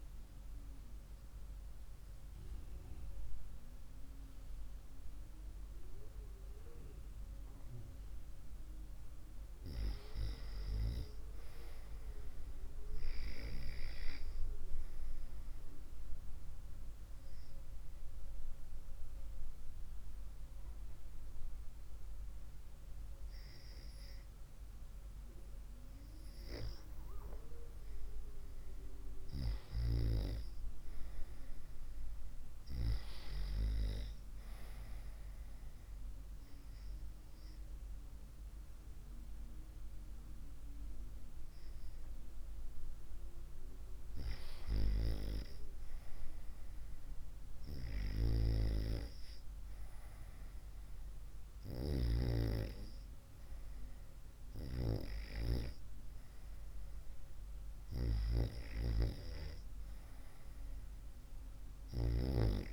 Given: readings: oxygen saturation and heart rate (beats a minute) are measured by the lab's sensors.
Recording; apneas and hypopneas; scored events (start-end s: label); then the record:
breathing in sleep by a room microphone; 1
0.00-13.50 s: oxygen desaturation (device-marked, oxygen 91% lowest, heart rate 54 extreme)
15.50-26.50 s: obstructive apnea (oxygen 96% before, 90% lowest, heart rate 60 before, 66 extreme, up 5 after)
29.00-32.00 s: arousal
From the record:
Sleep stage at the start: REM sleep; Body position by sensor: on the right side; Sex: female